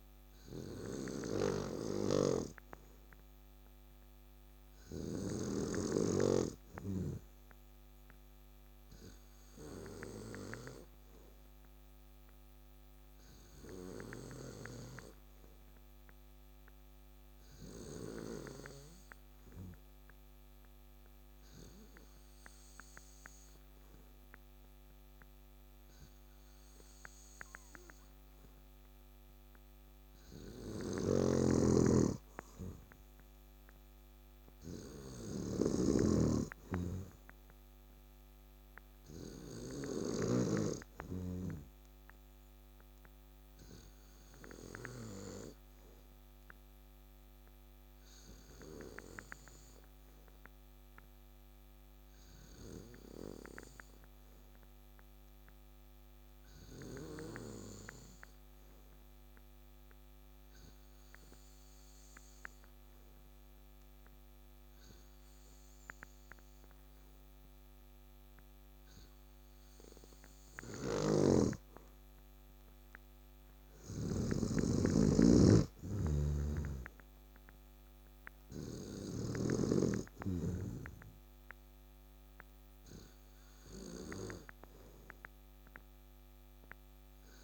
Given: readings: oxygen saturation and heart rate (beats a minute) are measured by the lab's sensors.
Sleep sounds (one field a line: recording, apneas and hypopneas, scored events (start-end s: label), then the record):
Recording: breathing in sleep by a microphone on the trachea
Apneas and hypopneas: 2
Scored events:
0.00-1.50 s: oxygen desaturation (device-marked, oxygen 88% lowest, heart rate 67 extreme)
1.50-6.00 s: snoring (device-marked)
10.50-23.50 s: oxygen desaturation (device-marked, oxygen 96% before, 90% lowest, heart rate 70 before, 68 extreme)
10.50-87.44 s: new sleep stage, N2 (light sleep)
16.00-30.00 s: hypopnea (oxygen 96% before, 89% lowest, heart rate 70 before, 66 extreme, up 3 after)
30.50-40.00 s: snoring (device-marked)
31.50-34.50 s: arousal
36.50-54.50 s: oxygen desaturation (device-marked, oxygen 93% before, 89% lowest, heart rate 70 before, 66 extreme)
49.50-72.00 s: hypopnea (oxygen 94% before, 88% lowest, heart rate 70 before, 66 extreme, up 7 after)
70.50-74.00 s: snoring (device-marked)
70.50-87.44 s: oxygen desaturation (device-marked, oxygen 96% before, 88% lowest, heart rate 69 before, 66 extreme)
76.00-79.50 s: snoring (device-marked)
76.00-80.00 s: arousal
From the record:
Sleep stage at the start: N3 (deep sleep)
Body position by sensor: on the back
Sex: male